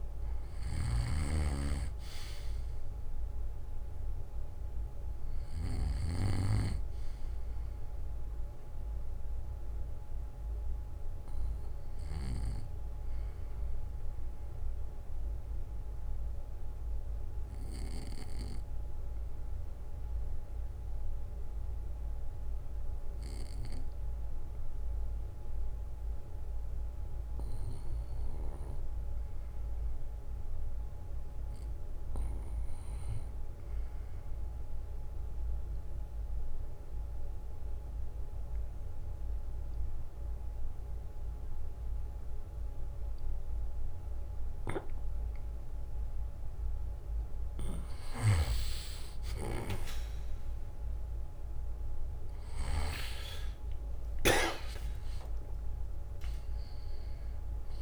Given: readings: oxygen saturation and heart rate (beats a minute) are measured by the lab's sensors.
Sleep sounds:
breathing in sleep by a room microphone; 1
0.00-28.50 s: oxygen desaturation (device-marked, oxygen 90% lowest, heart rate 57 extreme)
13.00-44.50 s: obstructive apnea (oxygen 97% before, 90% lowest, heart rate 66 before, 57 extreme, up 10 after)
17.50-19.50 s: bradycardia (device-marked, heart rate 64 before, 60 extreme)
47.50-53.50 s: arousal
From the record:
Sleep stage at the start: REM sleep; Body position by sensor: on the back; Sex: male

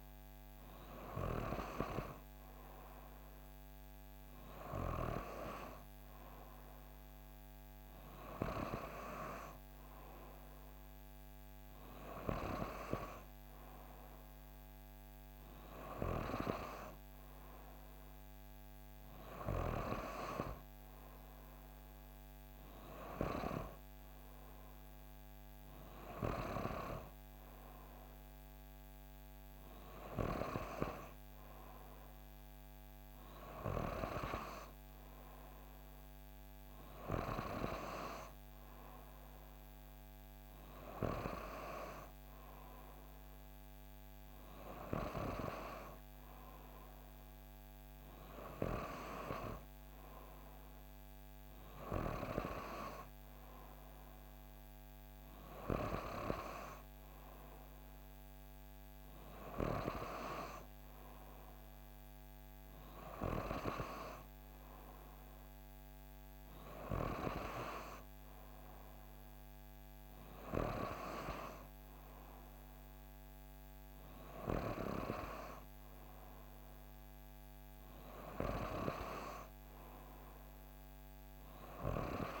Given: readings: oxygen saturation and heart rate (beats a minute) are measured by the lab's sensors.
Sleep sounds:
breathing in sleep by a microphone on the trachea; none
none scored
From the record:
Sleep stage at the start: N3 (deep sleep); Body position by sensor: on the back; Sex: female

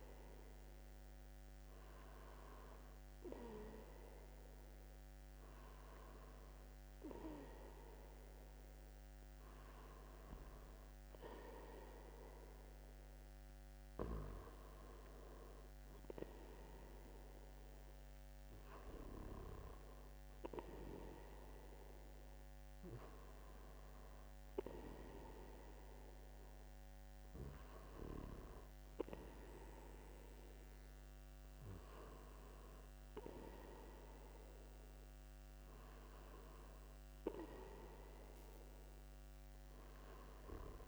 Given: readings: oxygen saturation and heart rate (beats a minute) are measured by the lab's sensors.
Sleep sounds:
breathing in sleep by a microphone on the trachea; none
none scored
From the record:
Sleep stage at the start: N2 (light sleep); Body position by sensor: on the back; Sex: male

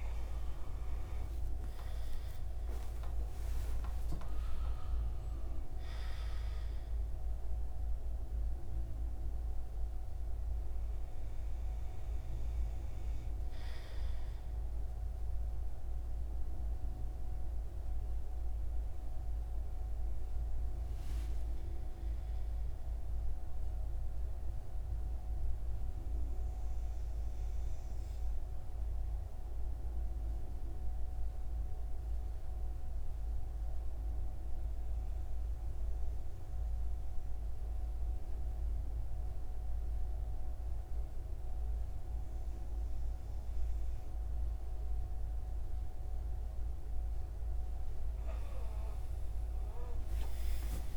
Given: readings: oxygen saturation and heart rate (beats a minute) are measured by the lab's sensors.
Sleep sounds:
breathing in sleep, hard to hear, by a room microphone; 1
1.00-5.50 s: arousal
14.50-50.97 s: new sleep stage, N2 (light sleep)
24.00-46.00 s: obstructive apnea (oxygen 99% before, 93% lowest)
44.50-50.97 s: oxygen desaturation (device-marked, oxygen 97% before, 93% lowest)
49.50-50.97 s: arousal
From the record:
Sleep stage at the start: N1 (lightest sleep); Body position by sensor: on the right side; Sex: male

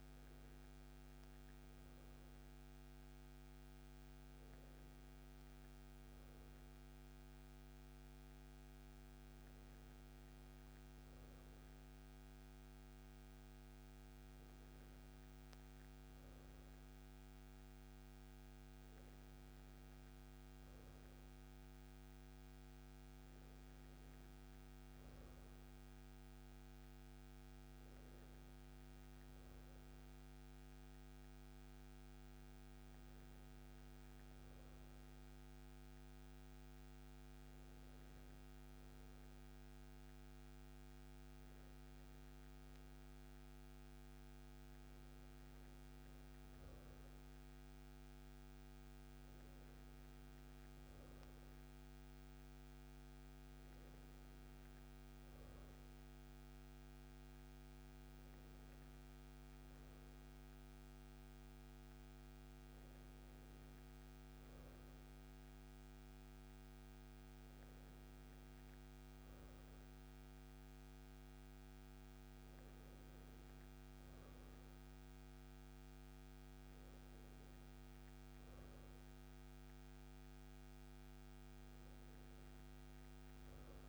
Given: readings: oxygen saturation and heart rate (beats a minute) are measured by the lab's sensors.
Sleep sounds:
a person awake in a sleep study, hard to hear, by a microphone on the trachea; none
none scored
From the record:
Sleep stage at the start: awake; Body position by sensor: on the right side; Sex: male

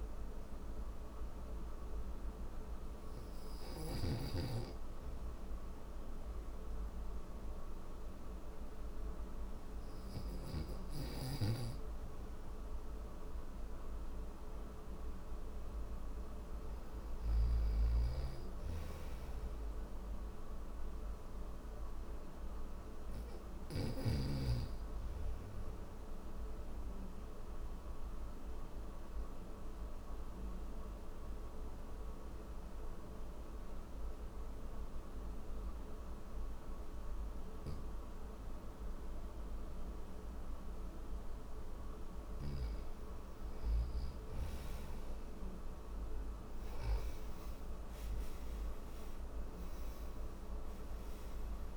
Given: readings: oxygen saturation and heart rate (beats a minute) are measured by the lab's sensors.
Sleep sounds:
breathing in sleep, hard to hear, by a room microphone; none
none scored
From the record:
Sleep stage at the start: N1 (lightest sleep); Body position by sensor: on the back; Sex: male

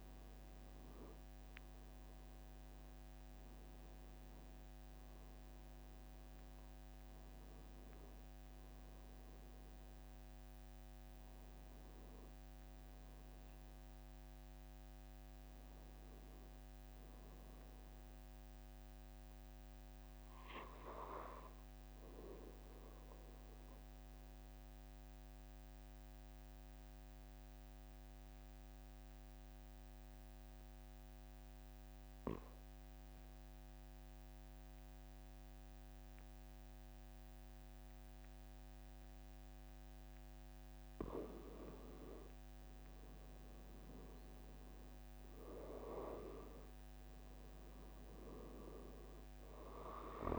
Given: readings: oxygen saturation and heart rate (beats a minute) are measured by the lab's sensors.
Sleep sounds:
breathing in sleep by a microphone on the trachea; 1
0.00-7.50 s: oxygen desaturation (device-marked, oxygen 93% lowest, heart rate 43 extreme)
23.50-42.00 s: obstructive apnea (oxygen 96% before, 92% lowest, heart rate 47 before, 43 extreme, up 3 after)
45.00-49.50 s: arousal
From the record:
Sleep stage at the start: REM sleep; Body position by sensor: on the back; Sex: male

